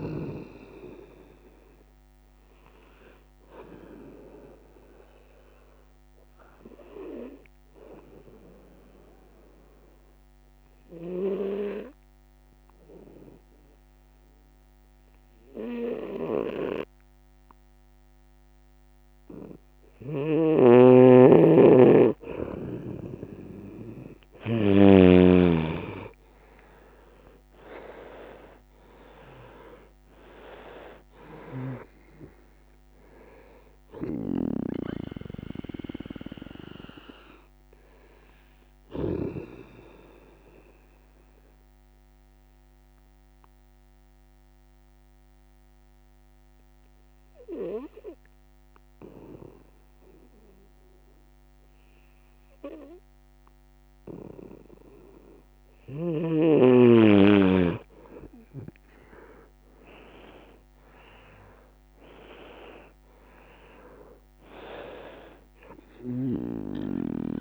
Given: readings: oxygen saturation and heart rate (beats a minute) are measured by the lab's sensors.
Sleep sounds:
breathing in sleep by a microphone on the trachea; 2
0.00-16.50 s: oxygen desaturation (device-marked, oxygen 93% lowest, heart rate 69 extreme)
3.00-20.00 s: obstructive apnea (oxygen 98% before, 90% lowest, heart rate 72 before, 70 extreme)
19.50-23.00 s: snoring (device-marked)
25.00-39.00 s: snoring (device-marked)
26.00-30.00 s: arousal
27.50-55.50 s: oxygen desaturation (device-marked, oxygen 98% before, 90% lowest, heart rate 117 before, 139 extreme)
39.50-55.50 s: obstructive apnea (oxygen 98% before, 90% lowest, heart rate 165 before, 139 extreme, up 15 after)
58.00-62.00 s: arousal
65.50-67.41 s: oxygen desaturation (device-marked, oxygen 98% before, 92% lowest, heart rate 181 before, 139 extreme)
65.50-67.41 s: snoring (device-marked)
From the record:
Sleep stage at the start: N2 (light sleep); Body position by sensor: on the right side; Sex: male

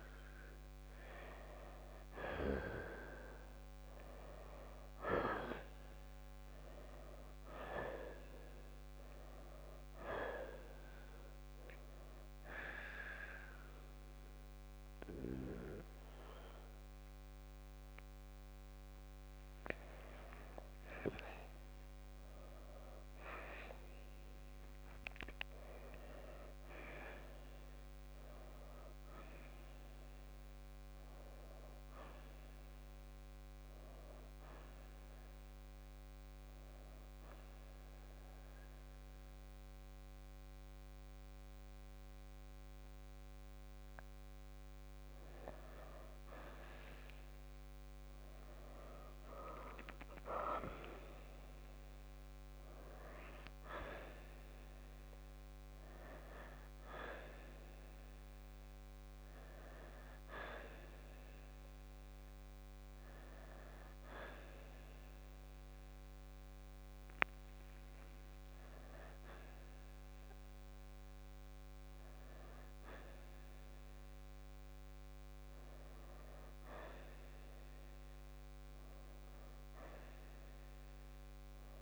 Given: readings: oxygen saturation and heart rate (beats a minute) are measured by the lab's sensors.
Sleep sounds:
breathing in sleep by a microphone on the trachea; none
12.00-30.00 s: oxygen desaturation (device-marked, oxygen 90% before, 86% lowest, heart rate 66 before, 57 extreme)
20.50-25.50 s: arousal
38.00-51.00 s: oxygen desaturation (device-marked, oxygen 91% before, 86% lowest, heart rate 66 before, 57 extreme)
47.00-52.50 s: arousal
66.00-73.00 s: oxygen desaturation (device-marked, oxygen 91% before, 85% lowest, heart rate 68 before, 61 extreme)
From the record:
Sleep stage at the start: N1 (lightest sleep); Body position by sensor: on the right side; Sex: male

